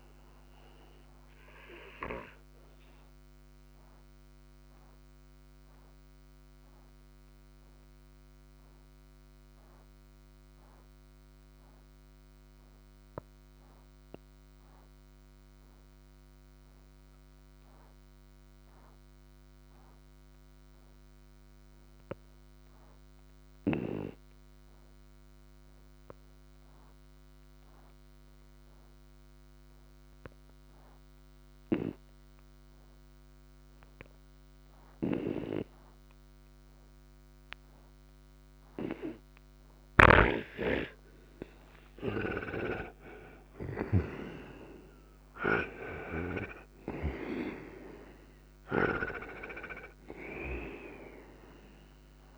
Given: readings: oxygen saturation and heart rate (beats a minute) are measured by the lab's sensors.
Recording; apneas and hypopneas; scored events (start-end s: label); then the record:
breathing in sleep by a microphone on the trachea; 1
0.00-16.00 s: oxygen desaturation (device-marked, oxygen 88% lowest, heart rate 59 extreme)
1.50-41.00 s: obstructive apnea (oxygen 98% before, 84% lowest, heart rate 68 before, 59 extreme, up 34 after)
29.00-52.38 s: oxygen desaturation (device-marked, oxygen 98% before, 84% lowest, heart rate 60 before, 59 extreme)
42.00-46.50 s: arousal
From the record:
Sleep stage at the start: N2 (light sleep); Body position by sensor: on the right side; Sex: male